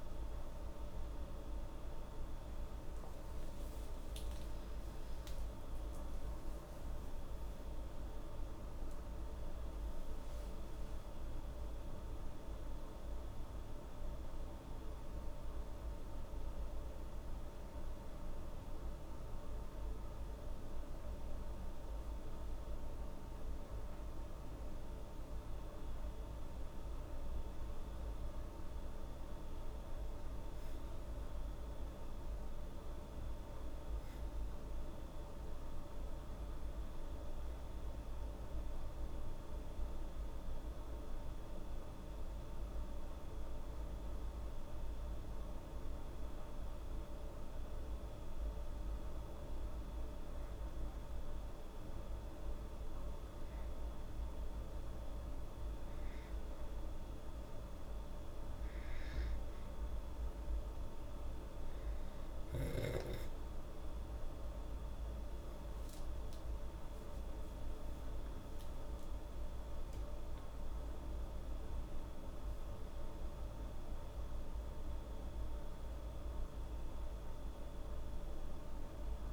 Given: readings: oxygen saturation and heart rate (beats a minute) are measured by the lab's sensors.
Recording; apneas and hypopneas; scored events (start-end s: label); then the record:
breathing in sleep, hard to hear, by a room microphone; 2
0.00-6.00 s: arousal
12.50-23.00 s: obstructive apnea (oxygen 97% before, 94% lowest, heart rate 83 before, 76 extreme, up 4 after)
25.50-29.50 s: arousal
43.50-57.00 s: hypopnea (oxygen 98% before, 94% lowest, heart rate 79 before, 75 extreme, up 14 after)
65.00-71.00 s: arousal
From the record:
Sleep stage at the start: N2 (light sleep); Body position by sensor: on the back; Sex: female